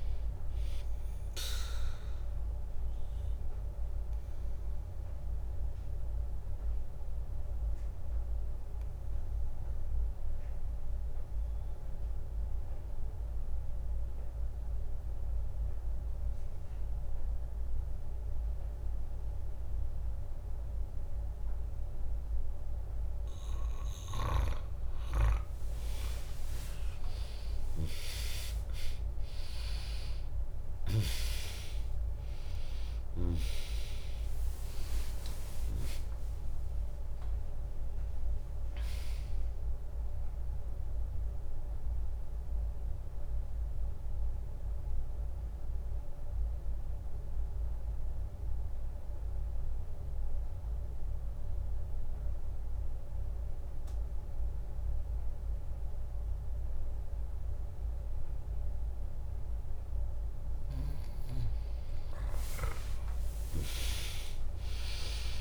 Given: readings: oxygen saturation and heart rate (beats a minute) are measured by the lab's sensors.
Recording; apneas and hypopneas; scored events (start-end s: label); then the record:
breathing in sleep by a room microphone; 2
0.00-5.00 s: drop in pulse transit time (device-marked, heart rate 61 extreme)
0.00-17.00 s: oxygen desaturation (device-marked, oxygen 95% lowest, heart rate 58 extreme)
3.00-23.00 s: obstructive apnea (oxygen 99% before, 95% lowest, heart rate 65 before, 58 extreme)
27.50-34.00 s: arousal
31.00-44.00 s: drop in pulse transit time (device-marked, heart rate 70 before, 64 extreme)
31.00-56.00 s: oxygen desaturation (device-marked, oxygen 100% before, 95% lowest, heart rate 70 before, 61 extreme)
40.00-59.50 s: obstructive apnea (oxygen 100% before, 95% lowest, heart rate 69 before, 61 extreme, up 1 after)
63.00-65.41 s: arousal
64.00-65.41 s: drop in pulse transit time (device-marked, heart rate 63 before, 61 extreme)
From the record:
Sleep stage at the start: N2 (light sleep); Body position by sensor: on the back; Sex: female